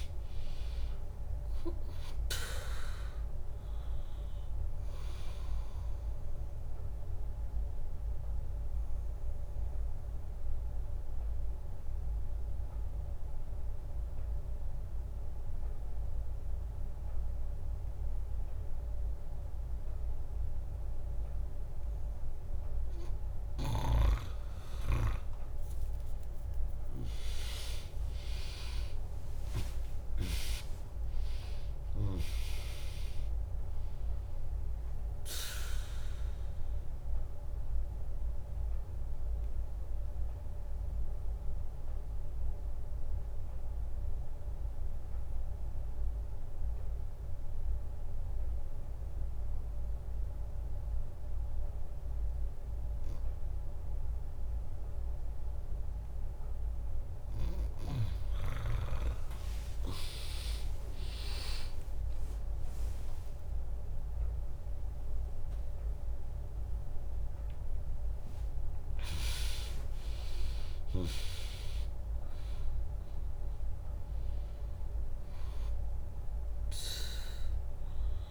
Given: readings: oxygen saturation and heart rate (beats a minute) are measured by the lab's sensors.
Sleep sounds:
breathing in sleep by a room microphone; 2
0.00-8.00 s: drop in pulse transit time (device-marked, heart rate 64 extreme)
6.50-23.00 s: obstructive apnea (oxygen 100% before, 95% lowest, heart rate 70 before, 62 extreme, up 6 after)
25.50-27.50 s: long interval between heartbeats (device-marked, heart rate 80 before, 69 extreme)
28.00-33.00 s: arousal
29.00-40.00 s: drop in pulse transit time (device-marked, heart rate 76 before, 71 extreme)
32.00-50.00 s: oxygen desaturation (device-marked, oxygen 100% before, 96% lowest, heart rate 75 before, 64 extreme)
36.50-55.50 s: obstructive apnea (oxygen 100% before, 95% lowest, heart rate 73 before, 64 extreme, up 3 after)
59.50-61.50 s: long interval between heartbeats (device-marked, heart rate 76 before, 67 extreme)
59.50-63.50 s: arousal
63.00-75.00 s: drop in pulse transit time (device-marked, heart rate 74 before, 71 extreme)
64.00-78.31 s: oxygen desaturation (device-marked, oxygen 100% before, 95% lowest, heart rate 73 before, 60 extreme)
From the record:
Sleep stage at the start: N2 (light sleep); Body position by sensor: on the back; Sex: female

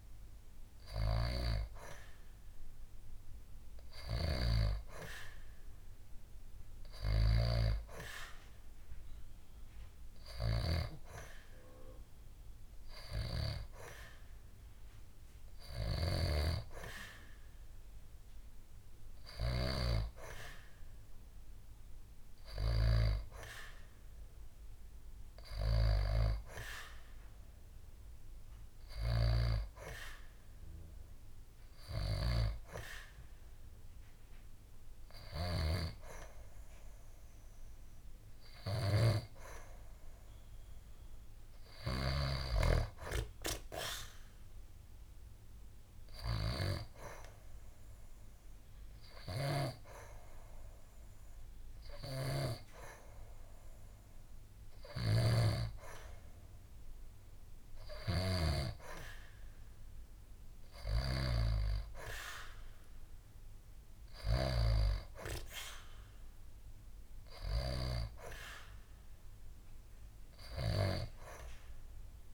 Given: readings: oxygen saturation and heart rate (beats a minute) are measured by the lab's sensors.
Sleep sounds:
breathing in sleep by a room microphone; none
29.00-31.00 s: long interval between heartbeats (device-marked, heart rate 73 before, 74 extreme)
From the record:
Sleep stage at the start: N2 (light sleep); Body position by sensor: on the back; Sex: female

